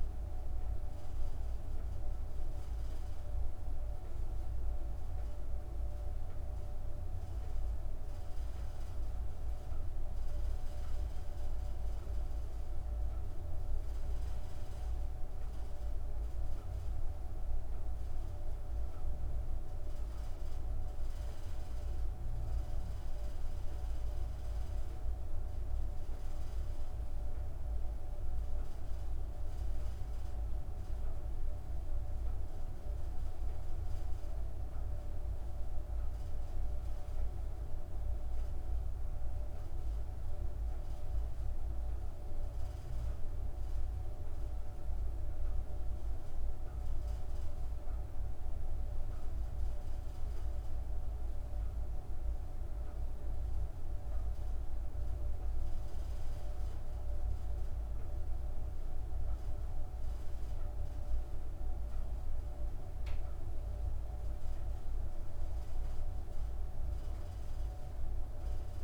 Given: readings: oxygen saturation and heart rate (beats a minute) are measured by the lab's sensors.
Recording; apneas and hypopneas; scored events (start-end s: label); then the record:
breathing in sleep, hard to hear, by a room microphone; 1
6.00-22.00 s: hypopnea (oxygen 96% before, 94% lowest)
24.50-27.50 s: arousal
From the record:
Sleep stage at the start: N1 (lightest sleep); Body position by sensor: on the back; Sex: female